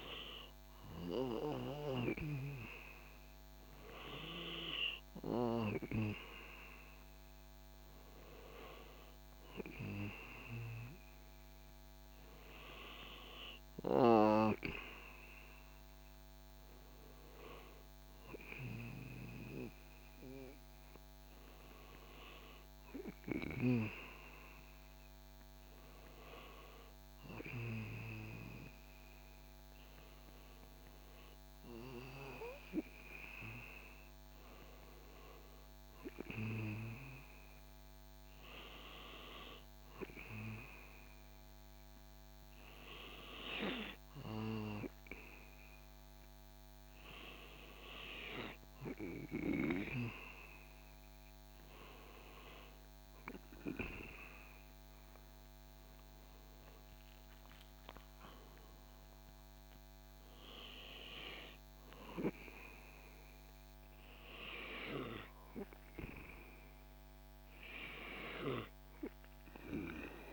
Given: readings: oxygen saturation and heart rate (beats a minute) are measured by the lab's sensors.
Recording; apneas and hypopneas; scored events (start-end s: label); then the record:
breathing in sleep by a microphone on the trachea; none
10.50-70.33 s: new sleep stage, N2 (light sleep)
From the record:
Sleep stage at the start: N1 (lightest sleep); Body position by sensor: on the back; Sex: male